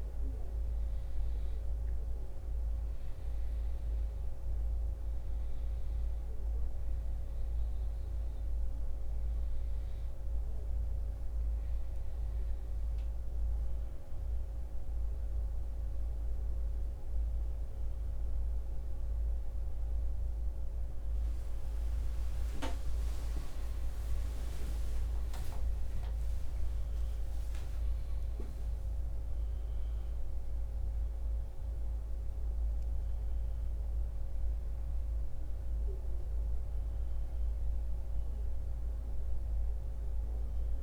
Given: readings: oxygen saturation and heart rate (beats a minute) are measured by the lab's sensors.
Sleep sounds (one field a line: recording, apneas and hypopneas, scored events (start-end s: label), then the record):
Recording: a person awake in a sleep study, hard to hear, by a room microphone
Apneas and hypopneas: none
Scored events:
none scored
From the record:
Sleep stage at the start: awake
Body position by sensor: on the back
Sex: male